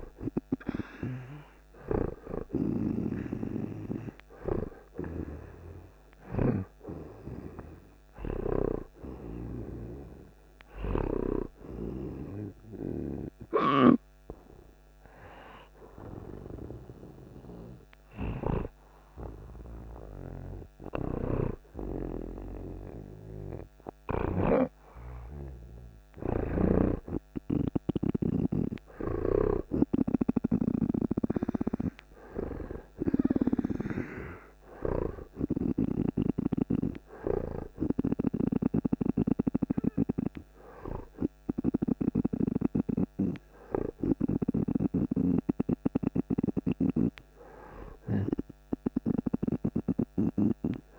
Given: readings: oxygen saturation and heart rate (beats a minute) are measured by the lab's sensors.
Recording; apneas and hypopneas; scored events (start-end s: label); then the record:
breathing in sleep by a microphone on the trachea; none
13.50-24.50 s: snoring (device-marked)
26.50-33.50 s: snoring (device-marked)
32.00-50.00 s: oxygen desaturation (device-marked, oxygen 91% before, 85% lowest)
38.00-42.50 s: snoring (device-marked)
44.50-50.99 s: snoring (device-marked)
From the record:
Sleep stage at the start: REM sleep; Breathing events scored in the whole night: 49 in 2.9 hours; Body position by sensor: on the right side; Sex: male